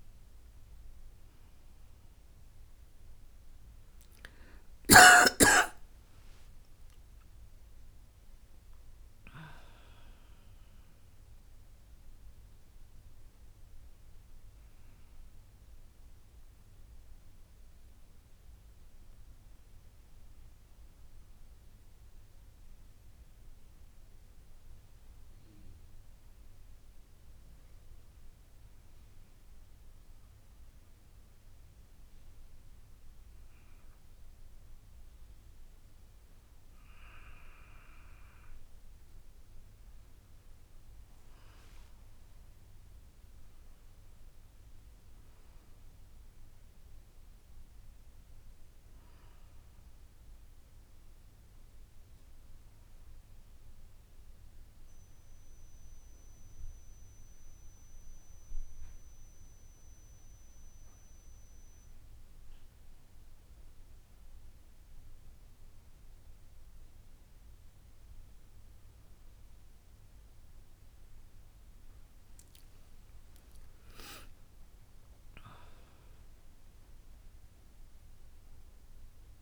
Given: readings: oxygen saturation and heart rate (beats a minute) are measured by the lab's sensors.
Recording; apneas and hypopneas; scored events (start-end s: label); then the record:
breathing in sleep by a room microphone; 2
27.50-38.50 s: hypopnea (oxygen 98% before, 93% lowest, heart rate 65 before, 61 extreme, up 5 after)
36.50-56.50 s: oxygen desaturation (device-marked, oxygen 98% before, 93% lowest, heart rate 64 before, 61 extreme)
40.50-44.50 s: arousal
55.00-65.00 s: hypopnea (oxygen 98% before, 95% lowest, heart rate 67 before, 61 extreme, up 9 after)
70.00-74.50 s: arousal
From the record:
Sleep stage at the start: N1 (lightest sleep); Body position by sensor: on the back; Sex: female